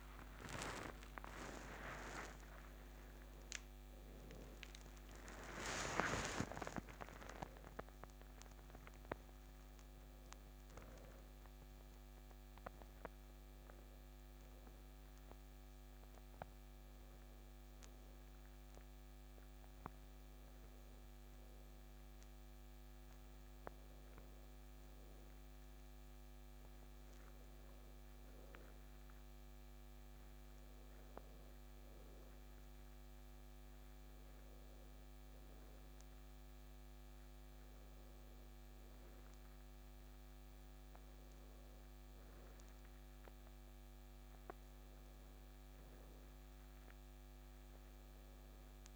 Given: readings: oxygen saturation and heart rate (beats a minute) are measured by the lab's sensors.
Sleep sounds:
breathing in sleep by a microphone on the trachea; none
0.00-5.50 s: arousal
28.00-48.96 s: new sleep stage, N2 (light sleep)
From the record:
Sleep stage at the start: N1 (lightest sleep); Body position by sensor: on the back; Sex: male

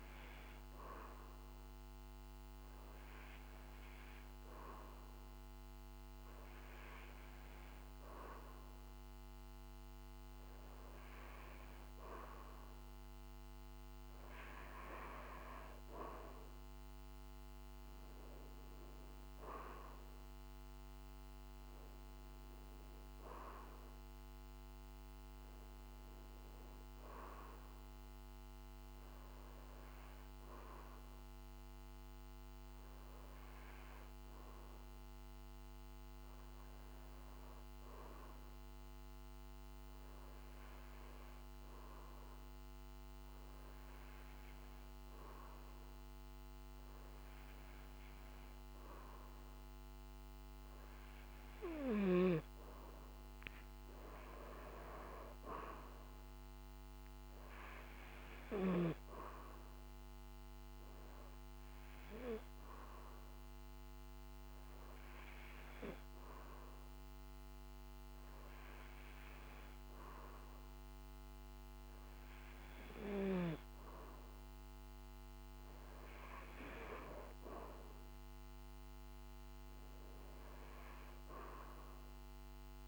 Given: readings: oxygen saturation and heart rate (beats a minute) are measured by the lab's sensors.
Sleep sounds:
breathing in sleep by a microphone on the trachea; 1
28.00-52.50 s: hypopnea (oxygen 95% before, 94% lowest, heart rate 50 before, 49 extreme, up 6 after)
55.00-58.50 s: arousal
From the record:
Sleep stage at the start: N2 (light sleep); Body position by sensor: on the back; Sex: male

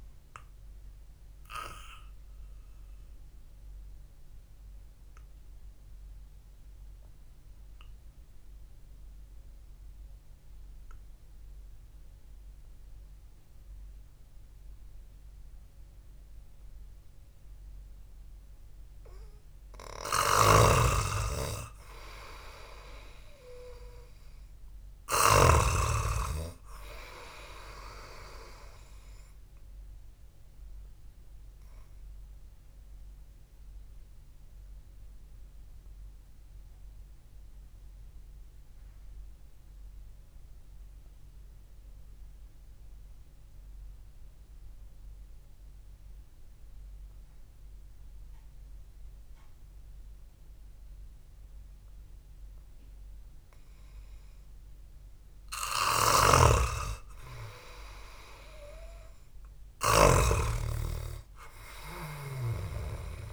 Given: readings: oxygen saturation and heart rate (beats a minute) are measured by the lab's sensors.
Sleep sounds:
breathing in sleep by a room microphone; 2
0.00-3.50 s: oxygen desaturation (device-marked, oxygen 93% lowest, heart rate 56 extreme)
0.50-19.00 s: obstructive apnea (oxygen 98% before, 91% lowest, heart rate 60 before, 53 extreme, up 0 after)
11.50-19.50 s: oxygen desaturation (device-marked, oxygen 94% before, 91% lowest, heart rate 61 before, 53 extreme)
20.50-26.00 s: snoring (device-marked)
21.50-25.00 s: arousal
29.50-37.50 s: oxygen desaturation (device-marked, oxygen 97% before, 93% lowest, heart rate 63 before, 56 extreme)
32.50-54.50 s: obstructive apnea (oxygen 97% before, 92% lowest, heart rate 61 before, 55 extreme, up 1 after)
56.00-59.50 s: arousal
56.50-60.50 s: snoring (device-marked)
From the record:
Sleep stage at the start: N2 (light sleep); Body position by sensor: on the back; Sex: male

